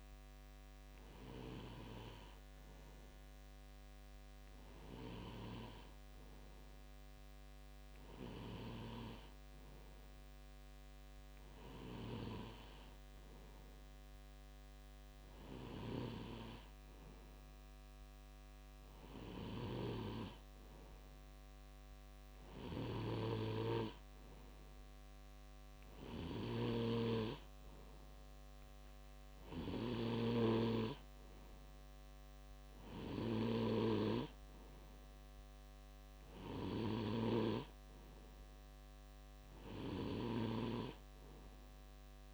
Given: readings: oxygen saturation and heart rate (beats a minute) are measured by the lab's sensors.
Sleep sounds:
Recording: breathing in sleep by a microphone on the trachea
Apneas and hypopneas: none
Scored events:
37.50-41.50 s: bradycardia (device-marked, heart rate 62 before, 59 extreme)
From the record:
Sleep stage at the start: N2 (light sleep)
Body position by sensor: on the left side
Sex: male

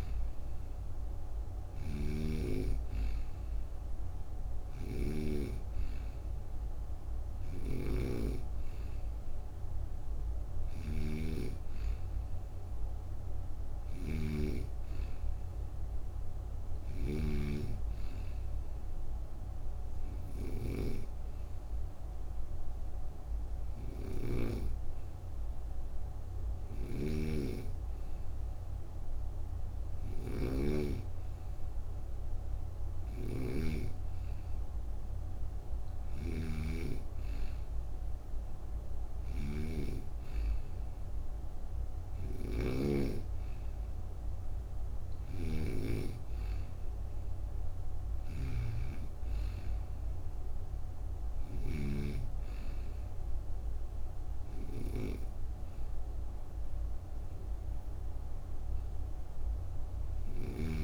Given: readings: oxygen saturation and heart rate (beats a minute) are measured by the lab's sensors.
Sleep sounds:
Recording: breathing in sleep by a room microphone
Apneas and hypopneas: 1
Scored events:
0.00-1.50 s: arousal
0.00-5.00 s: snoring (device-marked)
7.00-51.50 s: snoring (device-marked)
18.00-31.50 s: hypopnea (oxygen 95% before, 93% lowest)
33.50-36.50 s: arousal
From the record:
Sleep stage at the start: N2 (light sleep)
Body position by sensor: on the right side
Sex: female

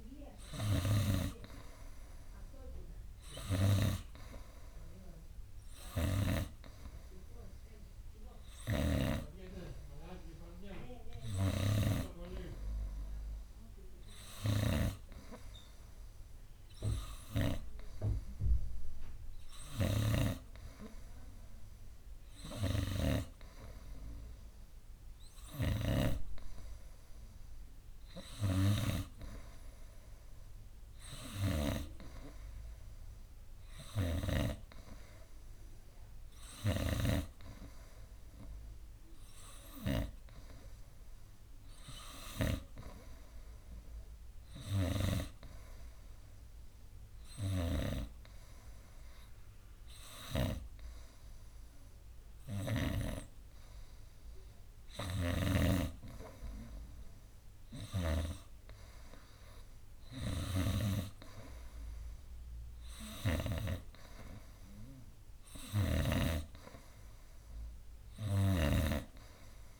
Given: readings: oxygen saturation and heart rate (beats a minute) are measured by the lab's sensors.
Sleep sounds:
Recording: breathing in sleep by a room microphone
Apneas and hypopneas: none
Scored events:
none scored
From the record:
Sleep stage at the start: N3 (deep sleep)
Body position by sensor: on the right side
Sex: male

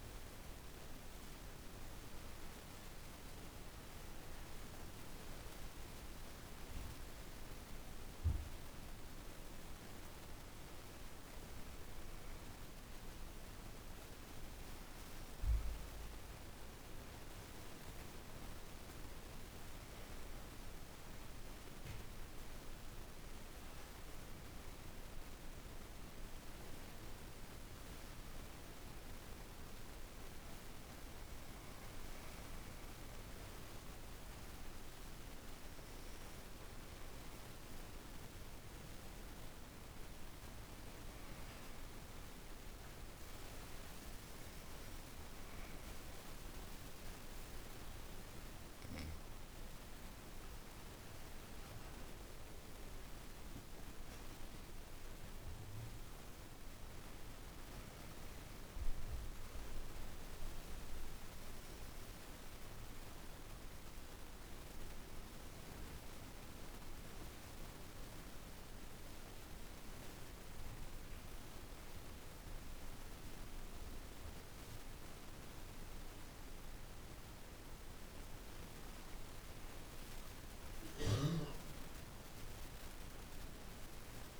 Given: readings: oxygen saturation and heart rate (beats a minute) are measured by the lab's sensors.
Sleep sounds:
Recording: breathing in sleep, hard to hear, by a room microphone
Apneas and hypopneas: 3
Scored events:
6.50-17.50 s: obstructive apnea (oxygen 95% before, 90% lowest)
18.50-39.50 s: oxygen desaturation (device-marked, oxygen 94% before, 91% lowest)
20.00-25.00 s: arousal
33.50-48.00 s: hypopnea (oxygen 95% before, 85% lowest)
50.00-54.50 s: arousal
59.50-73.50 s: oxygen desaturation (device-marked, oxygen 94% before, 90% lowest)
62.00-79.00 s: obstructive apnea (oxygen 94% before, 85% lowest)
80.50-84.00 s: arousal
82.50-84.40 s: oxygen desaturation (device-marked, oxygen 96% before, 85% lowest)
From the record:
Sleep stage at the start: N2 (light sleep)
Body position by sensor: on the back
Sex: female

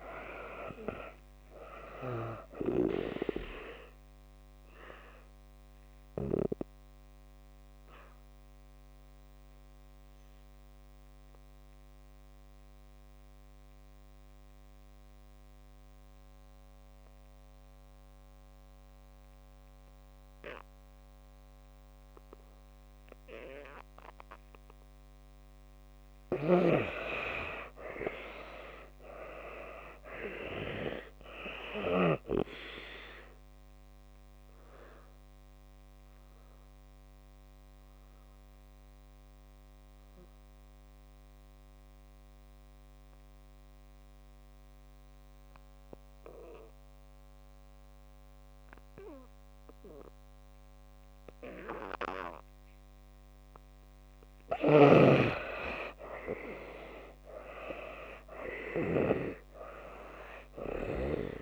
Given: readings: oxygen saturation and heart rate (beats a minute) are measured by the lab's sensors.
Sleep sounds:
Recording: breathing in sleep by a microphone on the trachea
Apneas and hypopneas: 2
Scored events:
0.00-23.00 s: oxygen desaturation (device-marked, oxygen 74% lowest)
3.50-25.50 s: obstructive apnea (oxygen 96% before, 74% lowest)
27.50-30.50 s: arousal
28.00-52.00 s: oxygen desaturation (device-marked, oxygen 97% before, 76% lowest)
34.00-54.00 s: obstructive apnea (oxygen 97% before, 74% lowest)
55.50-58.00 s: arousal
58.00-61.42 s: oxygen desaturation (device-marked, oxygen 96% before, 76% lowest)
From the record:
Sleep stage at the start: N2 (light sleep)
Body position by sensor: on the back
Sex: female

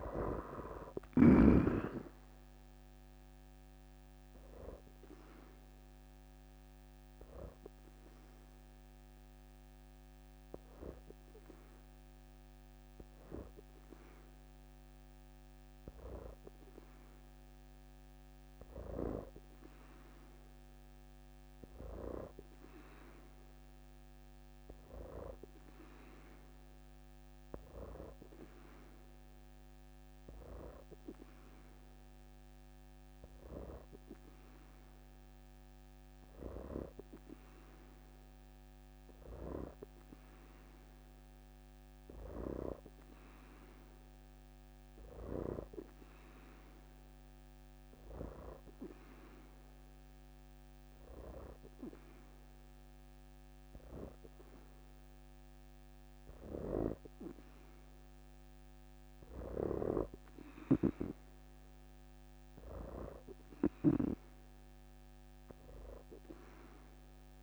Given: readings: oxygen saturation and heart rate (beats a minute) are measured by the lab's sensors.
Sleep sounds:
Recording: breathing in sleep by a microphone on the trachea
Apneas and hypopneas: 3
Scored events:
5.50-16.00 s: hypopnea (oxygen 89% before, 83% lowest, heart rate 75 before, 69 extreme, up 1 after)
16.50-26.50 s: oxygen desaturation (device-marked, oxygen 89% before, 83% lowest, heart rate 75 before, 72 extreme)
18.50-22.00 s: arousal
21.50-24.50 s: leg movement (device-marked)
25.50-26.50 s: leg movement (device-marked)
26.00-37.00 s: hypopnea (oxygen 89% before, 82% lowest, heart rate 76 before, 72 extreme)
39.00-42.50 s: arousal
47.50-59.00 s: obstructive apnea (oxygen 91% before, 82% lowest, heart rate 79 before, 80 extreme, up 2 after)
56.50-58.00 s: leg movement (device-marked)
59.50-65.50 s: leg movement (device-marked)
61.00-63.50 s: arousal
From the record:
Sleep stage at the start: N2 (light sleep)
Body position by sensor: on the back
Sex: female

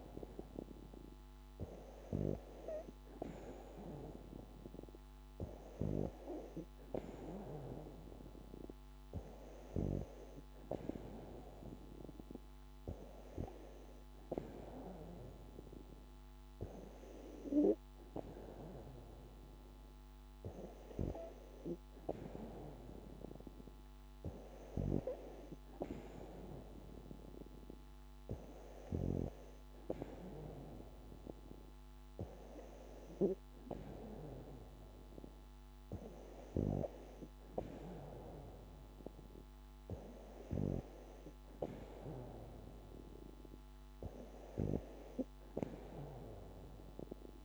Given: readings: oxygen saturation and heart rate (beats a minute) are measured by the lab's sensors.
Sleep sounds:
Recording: breathing in sleep by a microphone on the trachea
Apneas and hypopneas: none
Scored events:
none scored
From the record:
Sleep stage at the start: N2 (light sleep)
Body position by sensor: on the back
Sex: female

